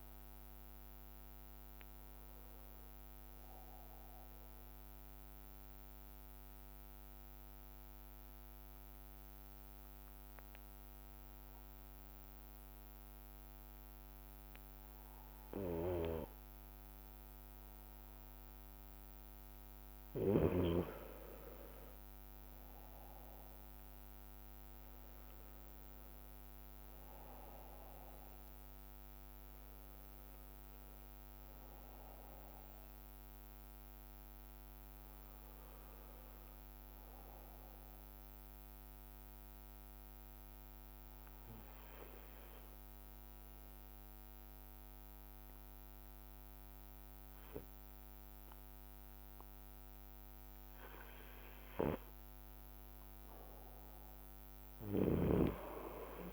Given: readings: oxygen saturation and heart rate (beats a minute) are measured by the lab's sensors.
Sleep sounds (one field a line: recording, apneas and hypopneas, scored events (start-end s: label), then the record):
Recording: breathing in sleep by a microphone on the trachea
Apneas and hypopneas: 2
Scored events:
0.00-1.00 s: drop in pulse transit time (device-marked, heart rate 61 extreme)
2.00-49.00 s: bradycardia (device-marked, heart rate 65 before, 54 extreme)
3.50-19.00 s: mixed apnea (oxygen 94% before, 91% lowest, heart rate 73 before, 54 extreme, up 3 after)
21.00-24.50 s: arousal
27.00-50.00 s: oxygen desaturation (device-marked, oxygen 96% before, 91% lowest, heart rate 56 before, 54 extreme)
38.00-51.50 s: obstructive apnea (oxygen 96% before, 91% lowest, heart rate 56 before, 54 extreme, up 5 after)
49.00-56.33 s: drop in pulse transit time (device-marked, heart rate 57 before, 58 extreme)
50.00-52.00 s: bradycardia (device-marked, heart rate 66 before, 59 extreme)
55.00-56.33 s: bradycardia (device-marked, heart rate 65 before, 54 extreme)
From the record:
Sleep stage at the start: N2 (light sleep)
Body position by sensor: on the right side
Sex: male